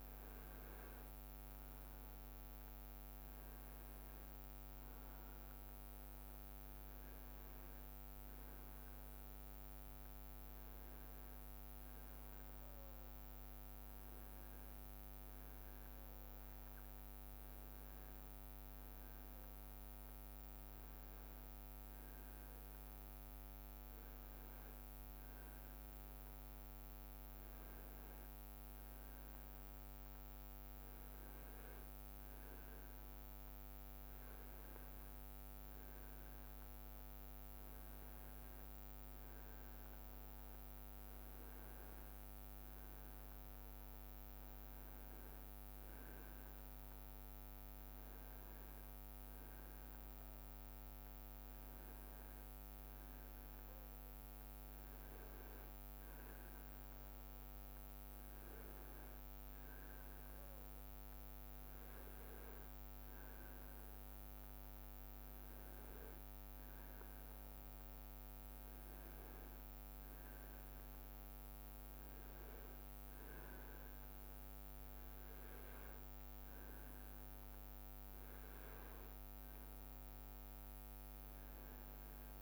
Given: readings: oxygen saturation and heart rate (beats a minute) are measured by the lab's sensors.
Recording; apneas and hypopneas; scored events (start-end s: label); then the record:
breathing in sleep, hard to hear, by a microphone on the trachea; none
7.50-12.50 s: arousal
From the record:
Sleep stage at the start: N2 (light sleep); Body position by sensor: on the right side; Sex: male